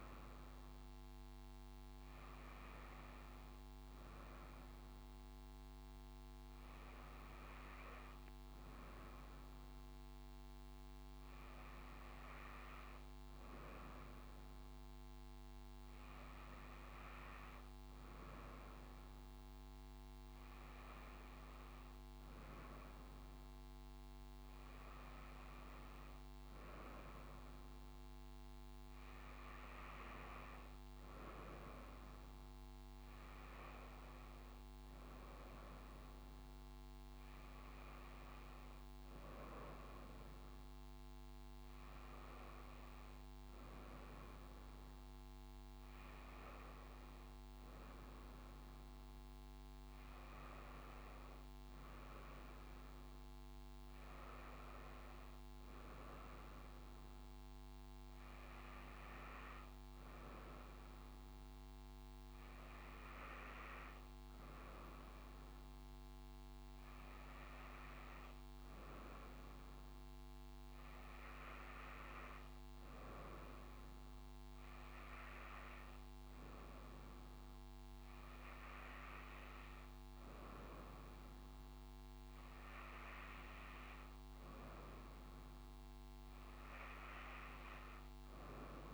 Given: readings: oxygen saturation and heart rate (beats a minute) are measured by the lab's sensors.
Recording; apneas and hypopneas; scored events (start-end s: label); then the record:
breathing in sleep by a microphone on the trachea; none
48.00-52.50 s: arousal
From the record:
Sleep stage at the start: N2 (light sleep); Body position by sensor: on the front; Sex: female